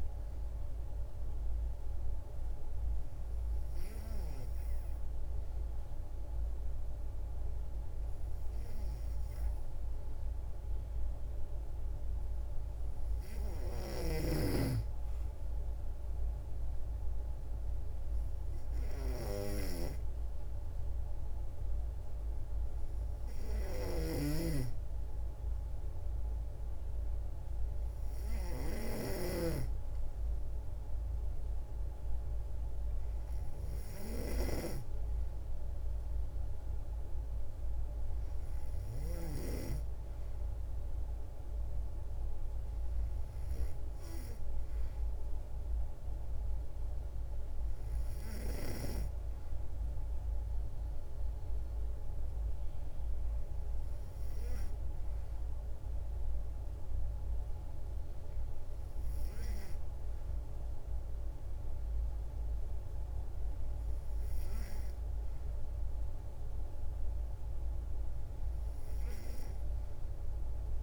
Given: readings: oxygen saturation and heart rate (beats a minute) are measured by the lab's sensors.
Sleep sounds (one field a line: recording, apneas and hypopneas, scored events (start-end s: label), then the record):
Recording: breathing in sleep by a room microphone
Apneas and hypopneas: none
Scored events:
6.00-18.00 s: oxygen desaturation (device-marked, oxygen 94% before, 92% lowest, heart rate 57 before, 56 extreme)
13.50-29.50 s: snoring (device-marked)
From the record:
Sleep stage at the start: N3 (deep sleep)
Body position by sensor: on the back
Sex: female